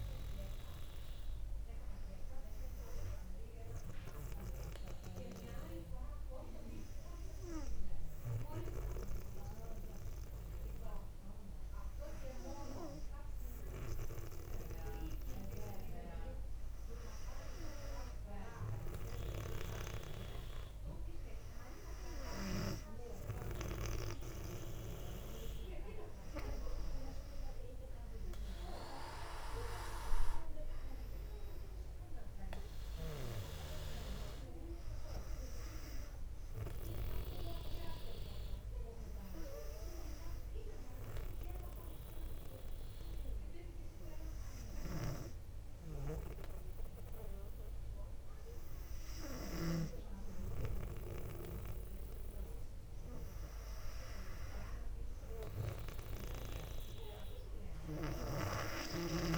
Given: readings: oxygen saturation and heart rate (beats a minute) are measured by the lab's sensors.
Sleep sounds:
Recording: breathing in sleep by a room microphone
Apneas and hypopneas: 2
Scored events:
2.00-16.00 s: obstructive apnea (oxygen 99% before, 97% lowest, heart rate 61 before, 58 extreme, up 2 after)
19.50-23.00 s: arousal
40.00-52.50 s: obstructive apnea (oxygen 99% before, 97% lowest, heart rate 62 before, 58 extreme, up 3 after)
55.00-58.50 s: arousal
From the record:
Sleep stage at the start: N2 (light sleep)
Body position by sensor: on the back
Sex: female

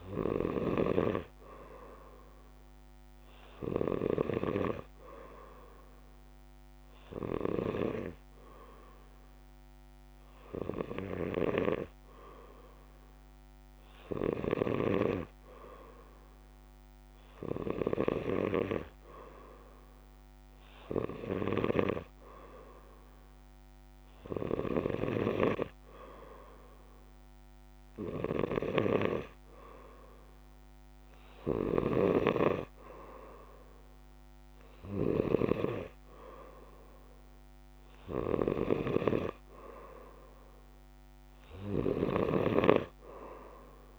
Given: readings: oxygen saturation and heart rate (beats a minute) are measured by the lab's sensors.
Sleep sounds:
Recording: breathing in sleep by a microphone on the trachea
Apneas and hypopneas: none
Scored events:
0.00-1.00 s: snoring (device-marked)
From the record:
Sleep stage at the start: N2 (light sleep)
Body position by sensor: on the back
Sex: male

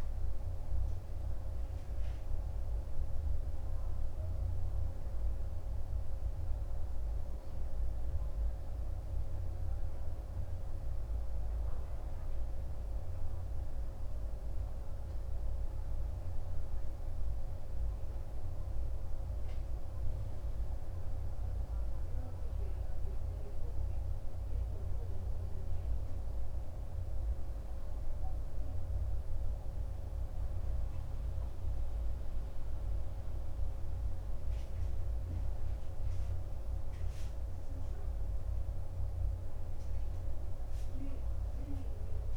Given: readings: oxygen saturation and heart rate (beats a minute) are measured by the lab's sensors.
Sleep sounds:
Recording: breathing in sleep, hard to hear, by a room microphone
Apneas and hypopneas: none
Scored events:
none scored
From the record:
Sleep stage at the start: N2 (light sleep)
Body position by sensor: on the right side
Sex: male

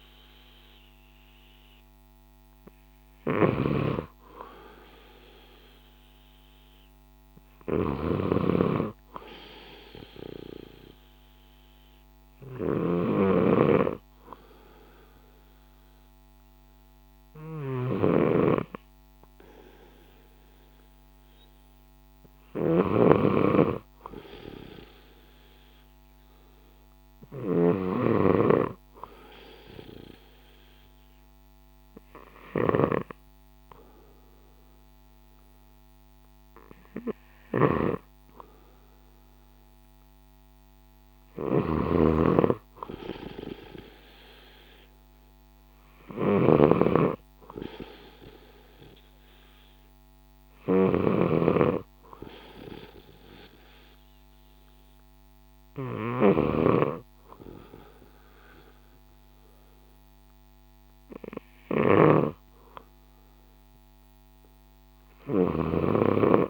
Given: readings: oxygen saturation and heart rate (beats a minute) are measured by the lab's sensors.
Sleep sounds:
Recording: breathing in sleep by a microphone on the trachea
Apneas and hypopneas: none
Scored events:
0.00-66.50 s: snoring (device-marked)
60.00-66.50 s: oxygen desaturation (device-marked, oxygen 93% before, 90% lowest, heart rate 60 before, 59 extreme)
From the record:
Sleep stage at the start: N2 (light sleep)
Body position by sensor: on the left side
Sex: male

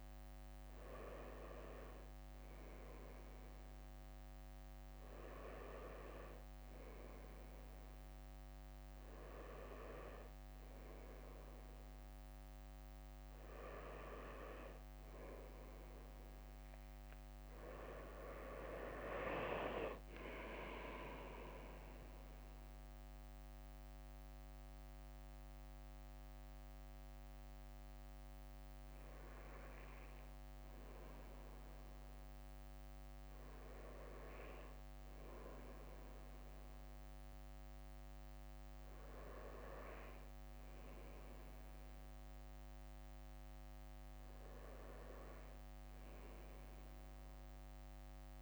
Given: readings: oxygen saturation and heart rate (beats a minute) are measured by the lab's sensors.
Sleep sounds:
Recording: breathing in sleep by a microphone on the trachea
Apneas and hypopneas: none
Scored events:
0.00-1.00 s: leg movement (device-marked)
2.00-6.00 s: leg movement (device-marked)
12.50-16.00 s: leg movement (device-marked)
16.00-24.00 s: leg movement (device-marked)
22.50-35.50 s: drop in pulse transit time (device-marked, heart rate 65 before, 62 extreme)
25.50-27.50 s: leg movement (device-marked)
From the record:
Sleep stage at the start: N2 (light sleep)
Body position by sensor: on the right side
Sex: male

